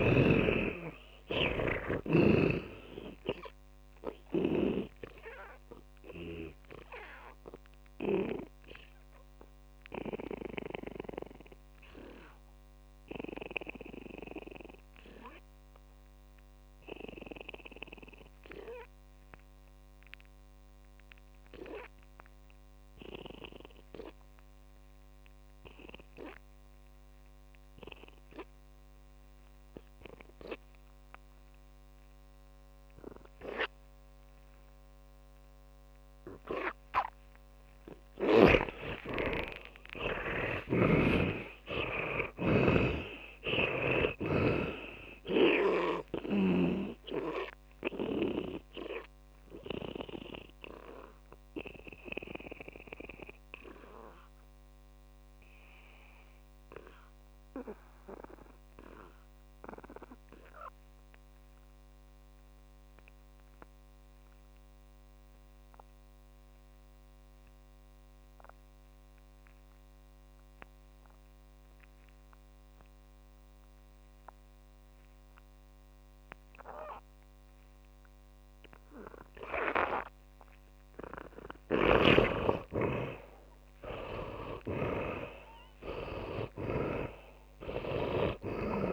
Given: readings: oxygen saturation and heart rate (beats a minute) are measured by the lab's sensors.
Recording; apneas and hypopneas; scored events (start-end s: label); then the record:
breathing in sleep by a microphone on the trachea; 2
0.00-2.00 s: arousal
0.00-23.00 s: oxygen desaturation (device-marked, oxygen 75% lowest)
6.00-38.00 s: obstructive apnea (oxygen 99% before, 75% lowest)
35.00-68.00 s: oxygen desaturation (device-marked, oxygen 99% before, 76% lowest)
39.50-43.50 s: arousal
41.00-44.50 s: snoring (device-marked)
47.50-82.00 s: mixed apnea (oxygen 99% before, 75% lowest)
79.00-88.93 s: oxygen desaturation (device-marked, oxygen 99% before, 75% lowest)
82.00-88.93 s: snoring (device-marked)
84.00-88.93 s: arousal
From the record:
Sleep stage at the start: N2 (light sleep); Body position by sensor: on the back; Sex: male